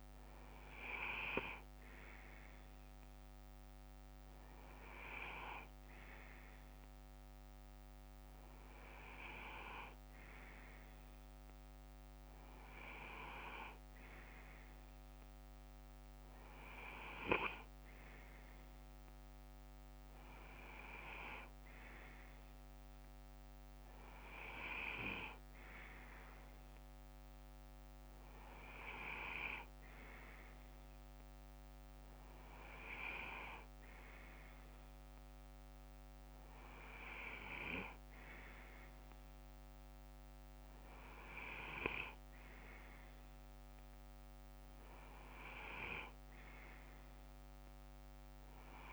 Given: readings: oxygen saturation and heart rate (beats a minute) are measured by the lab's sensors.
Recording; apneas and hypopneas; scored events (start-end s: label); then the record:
breathing in sleep by a microphone on the trachea; none
0.50-6.50 s: bradycardia (device-marked, heart rate 61 before, 59 extreme)
29.50-31.50 s: bradycardia (device-marked, heart rate 61 before, 60 extreme)
From the record:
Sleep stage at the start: N2 (light sleep); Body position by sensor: on the left side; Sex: male